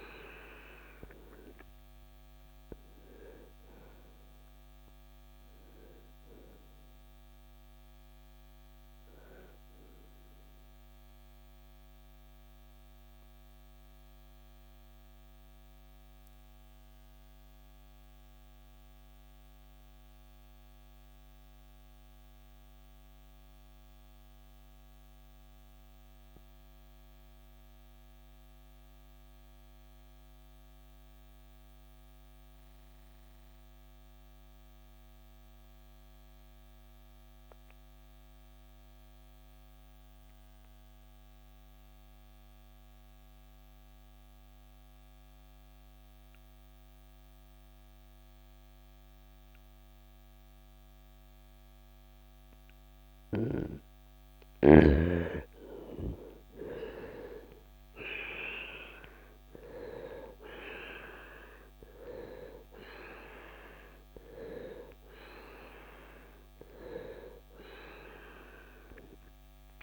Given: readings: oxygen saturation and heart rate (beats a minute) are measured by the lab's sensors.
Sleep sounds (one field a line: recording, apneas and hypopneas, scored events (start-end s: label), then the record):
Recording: breathing in sleep by a microphone on the trachea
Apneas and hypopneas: 1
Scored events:
0.00-17.50 s: oxygen desaturation (device-marked, oxygen 81% lowest, heart rate 47 extreme)
7.50-54.00 s: mixed apnea (oxygen 92% before, 81% lowest, heart rate 86 before, 58 extreme, up 21 after)
45.50-69.83 s: oxygen desaturation (device-marked, oxygen 98% before, 81% lowest, heart rate 70 before, 57 extreme)
56.50-61.50 s: arousal
From the record:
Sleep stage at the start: N2 (light sleep)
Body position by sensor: on the right side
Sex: male